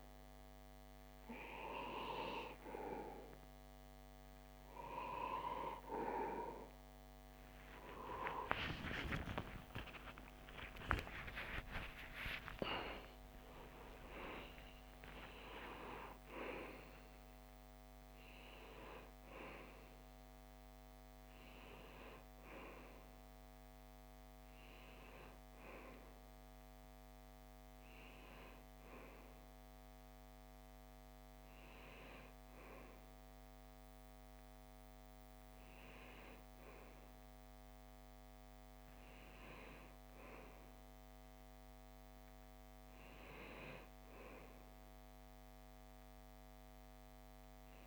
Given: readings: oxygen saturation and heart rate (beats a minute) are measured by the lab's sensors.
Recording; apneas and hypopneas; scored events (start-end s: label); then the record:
breathing in sleep by a microphone on the trachea; none
0.00-31.00 s: oxygen desaturation (device-marked, oxygen 91% lowest, heart rate 26 extreme)
6.50-10.50 s: arousal
10.00-47.87 s: new sleep stage, N1 (lightest sleep)
From the record:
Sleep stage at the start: N2 (light sleep); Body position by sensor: on the left side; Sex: male